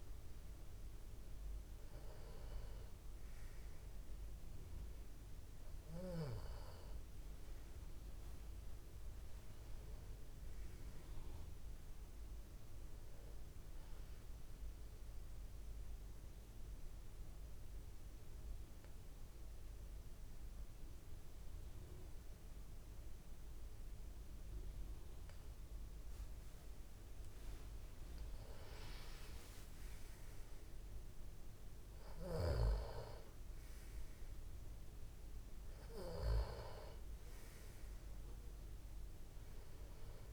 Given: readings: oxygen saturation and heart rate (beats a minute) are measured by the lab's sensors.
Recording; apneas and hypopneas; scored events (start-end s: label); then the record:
breathing in sleep by a room microphone; 1
0.00-1.50 s: arousal
1.50-16.50 s: oxygen desaturation (device-marked, oxygen 97% before, 94% lowest)
3.50-10.50 s: tachycardia (device-marked, heart rate 30 before, 130 extreme)
11.50-13.50 s: tachycardia (device-marked, heart rate 31 before, 119 extreme)
14.50-28.00 s: obstructive apnea (oxygen 98% before, 91% lowest, heart rate 88 before, 39 extreme, up 42 after)
30.00-33.00 s: arousal
33.50-40.33 s: oxygen desaturation (device-marked, oxygen 96% before, 92% lowest)
From the record:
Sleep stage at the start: N2 (light sleep); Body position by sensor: on the back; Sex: male